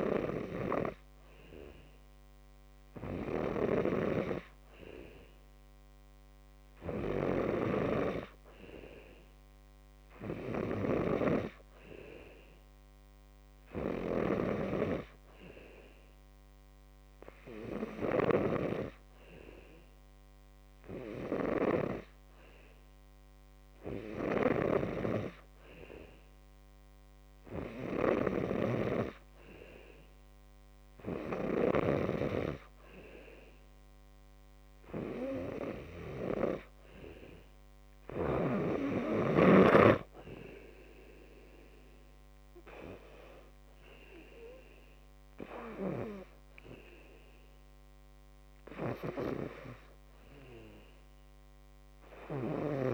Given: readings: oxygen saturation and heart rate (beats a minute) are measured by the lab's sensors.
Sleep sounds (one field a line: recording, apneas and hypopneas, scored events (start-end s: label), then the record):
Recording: breathing in sleep by a microphone on the trachea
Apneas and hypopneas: none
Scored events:
none scored
From the record:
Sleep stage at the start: N2 (light sleep)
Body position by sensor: on the back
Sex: male